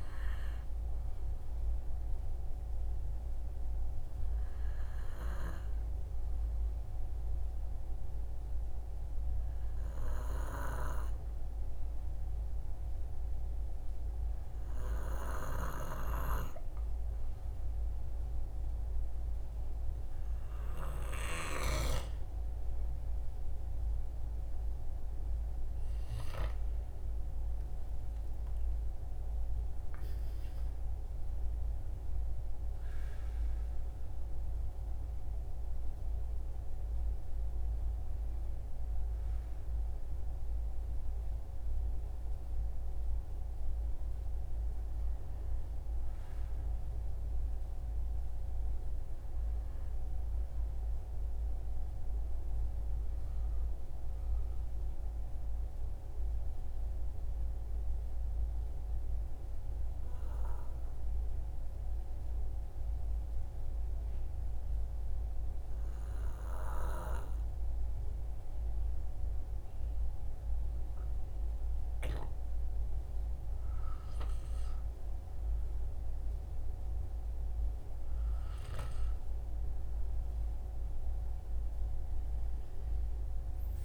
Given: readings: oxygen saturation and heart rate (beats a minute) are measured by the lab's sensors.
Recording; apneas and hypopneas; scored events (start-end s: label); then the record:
breathing in sleep by a room microphone; 2
2.00-21.00 s: obstructive apnea (oxygen 96% before, 91% lowest, heart rate 65 before, 56 extreme, up 8 after)
23.00-28.00 s: arousal
26.00-38.00 s: oxygen desaturation (device-marked, oxygen 94% before, 91% lowest, heart rate 64 before, 56 extreme)
54.50-73.00 s: obstructive apnea (oxygen 96% before, 90% lowest, heart rate 61 before, 59 extreme, up 8 after)
72.00-83.85 s: oxygen desaturation (device-marked, oxygen 96% before, 90% lowest, heart rate 61 before, 58 extreme)
74.50-78.00 s: arousal
From the record:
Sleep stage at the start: N2 (light sleep); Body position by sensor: on the right side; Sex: male